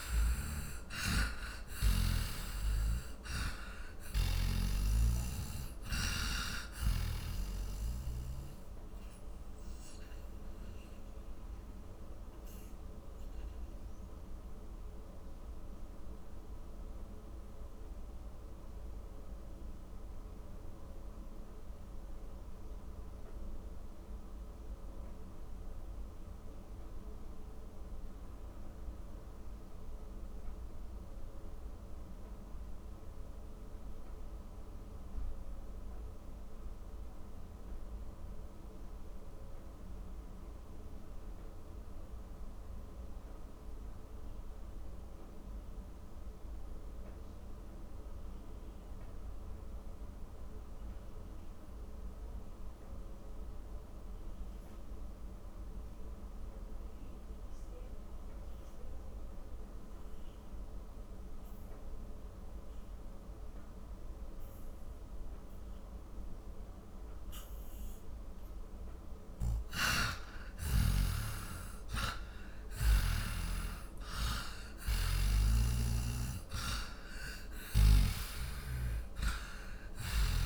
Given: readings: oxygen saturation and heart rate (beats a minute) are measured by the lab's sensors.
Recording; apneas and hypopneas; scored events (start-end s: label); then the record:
breathing in sleep by a room microphone; 1
0.00-7.50 s: snoring (device-marked)
0.00-38.50 s: oxygen desaturation (device-marked, oxygen 76% lowest, heart rate 40 extreme)
11.00-67.00 s: obstructive apnea (oxygen 95% before, 76% lowest, heart rate 64 before, 40 extreme, up 21 after)
62.50-80.46 s: oxygen desaturation (device-marked, oxygen 98% before, 82% lowest, heart rate 52 before, 40 extreme)
69.50-74.50 s: arousal
From the record:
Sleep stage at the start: N2 (light sleep); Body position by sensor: on the back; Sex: male